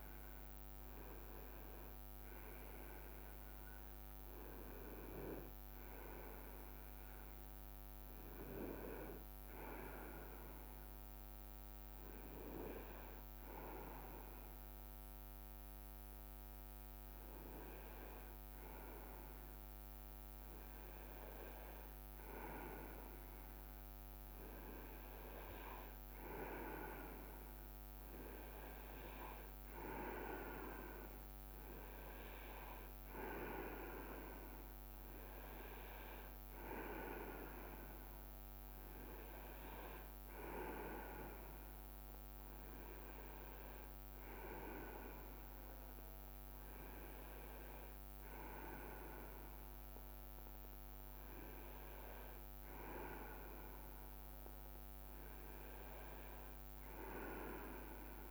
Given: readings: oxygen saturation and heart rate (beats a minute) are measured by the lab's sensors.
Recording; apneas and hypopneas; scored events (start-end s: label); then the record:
breathing in sleep by a microphone on the trachea; none
none scored
From the record:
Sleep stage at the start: N2 (light sleep); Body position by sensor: on the right side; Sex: male